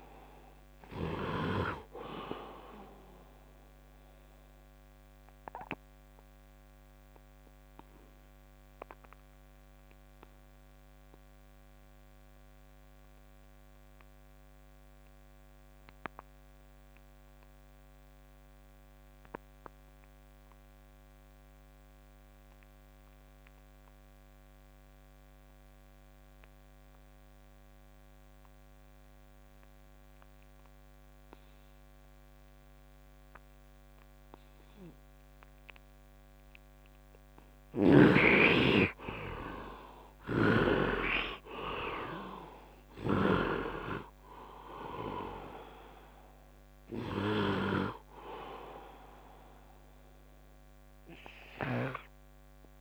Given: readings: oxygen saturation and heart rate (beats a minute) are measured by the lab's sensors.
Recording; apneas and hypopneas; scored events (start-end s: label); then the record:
breathing in sleep by a microphone on the trachea; 1
0.00-25.00 s: oxygen desaturation (device-marked, oxygen 68% lowest, heart rate 67 extreme)
3.50-36.00 s: obstructive apnea (oxygen 97% before, 68% lowest, heart rate 80 before, 67 extreme, up 7 after)
27.00-52.81 s: oxygen desaturation (device-marked, oxygen 100% before, 69% lowest, heart rate 72 before, 69 extreme)
37.50-42.00 s: arousal
40.00-43.50 s: snoring (device-marked)
From the record:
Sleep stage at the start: N2 (light sleep); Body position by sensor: on the right side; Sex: male